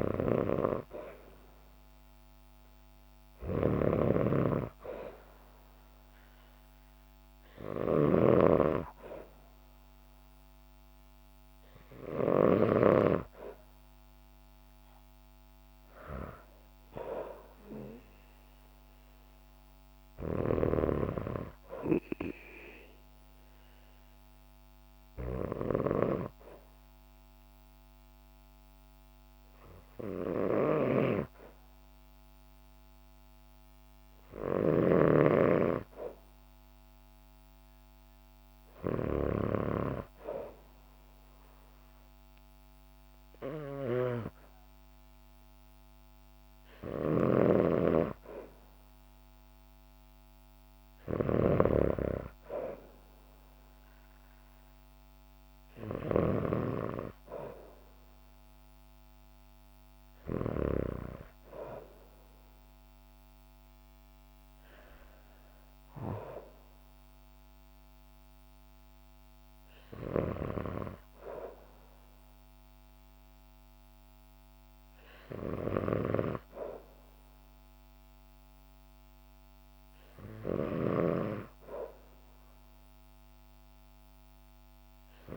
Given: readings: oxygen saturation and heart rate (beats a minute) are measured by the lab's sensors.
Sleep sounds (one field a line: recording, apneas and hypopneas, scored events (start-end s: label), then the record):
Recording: breathing in sleep by a microphone on the trachea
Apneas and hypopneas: none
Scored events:
0.00-12.50 s: snoring (device-marked)
0.00-15.00 s: oxygen desaturation (device-marked, oxygen 93% lowest, heart rate 56 extreme)
20.00-60.50 s: snoring (device-marked)
70.00-85.37 s: snoring (device-marked)
From the record:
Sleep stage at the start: N2 (light sleep)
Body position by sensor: on the back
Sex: female